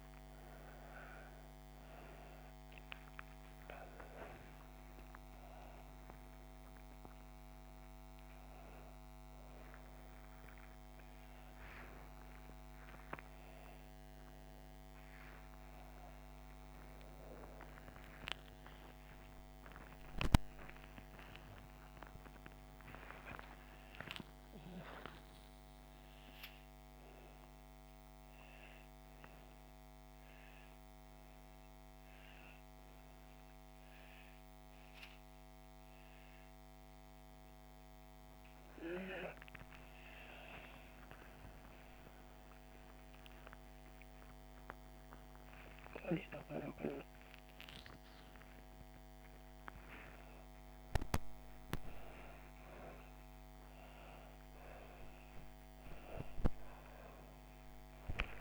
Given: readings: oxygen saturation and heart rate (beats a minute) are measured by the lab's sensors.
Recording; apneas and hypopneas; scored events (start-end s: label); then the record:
a person awake in a sleep study, by a microphone on the trachea; none
none scored
From the record:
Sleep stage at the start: awake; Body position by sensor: upright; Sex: female